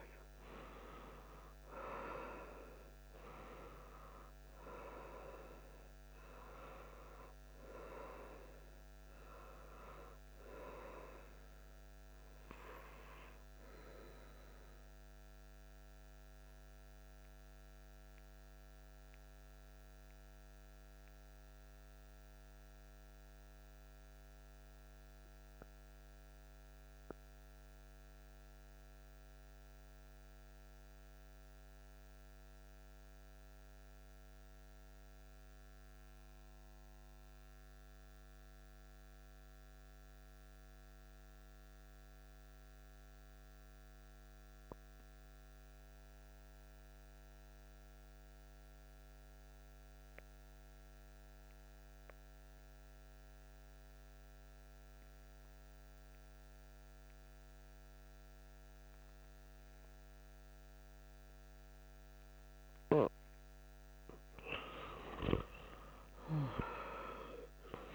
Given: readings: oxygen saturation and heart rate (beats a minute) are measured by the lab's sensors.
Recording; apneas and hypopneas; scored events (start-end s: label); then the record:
breathing in sleep by a microphone on the trachea; 1
0.00-17.50 s: oxygen desaturation (device-marked, oxygen 91% lowest)
10.00-62.50 s: mixed apnea (oxygen 96% before, 89% lowest)
48.50-67.95 s: oxygen desaturation (device-marked, oxygen 98% before, 89% lowest)
64.00-67.95 s: arousal
From the record:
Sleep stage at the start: N2 (light sleep); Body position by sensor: on the back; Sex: male